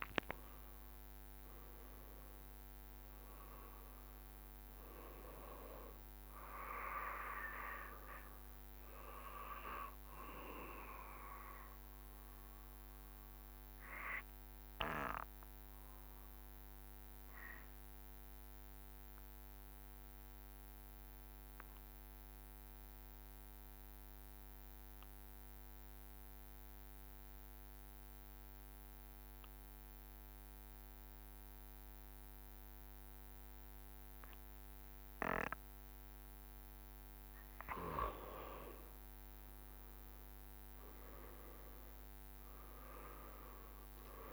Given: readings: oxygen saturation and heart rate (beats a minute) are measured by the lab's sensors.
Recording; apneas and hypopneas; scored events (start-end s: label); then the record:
breathing in sleep by a microphone on the trachea; 1
0.00-14.00 s: oxygen desaturation (device-marked, oxygen 93% lowest, heart rate 64 extreme)
11.00-36.50 s: obstructive apnea (oxygen 96% before, 91% lowest, heart rate 71 before, 64 extreme, up 12 after)
34.00-44.33 s: oxygen desaturation (device-marked, oxygen 96% before, 91% lowest, heart rate 67 before, 68 extreme)
42.00-44.33 s: drop in pulse transit time (device-marked, heart rate 66 before, 72 extreme)
From the record:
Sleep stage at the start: N2 (light sleep); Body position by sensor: on the back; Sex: male